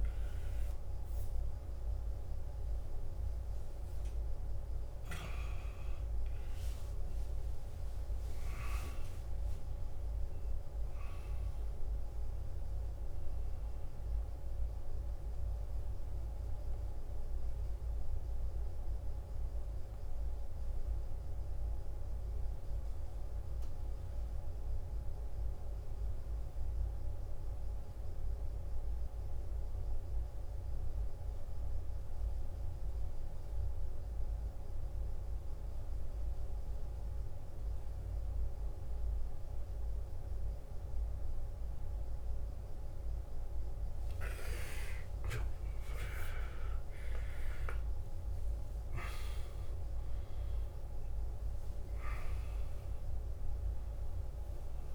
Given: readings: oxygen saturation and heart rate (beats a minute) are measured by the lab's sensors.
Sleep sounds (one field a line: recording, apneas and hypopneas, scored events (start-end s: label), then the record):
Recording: breathing in sleep by a room microphone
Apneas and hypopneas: 1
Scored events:
0.00-14.00 s: oxygen desaturation (device-marked, oxygen 88% lowest, heart rate 51 extreme)
9.50-14.50 s: arousal
17.00-47.00 s: new sleep stage, N2 (light sleep)
18.00-44.00 s: mixed apnea (oxygen 100% before, 91% lowest, heart rate 65 before, 51 extreme, up 18 after)
35.00-54.95 s: oxygen desaturation (device-marked, oxygen 98% before, 92% lowest, heart rate 56 before, 55 extreme)
45.50-50.00 s: arousal
47.00-54.95 s: new sleep stage, N1 (lightest sleep)
From the record:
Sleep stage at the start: N1 (lightest sleep)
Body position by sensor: on the back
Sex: male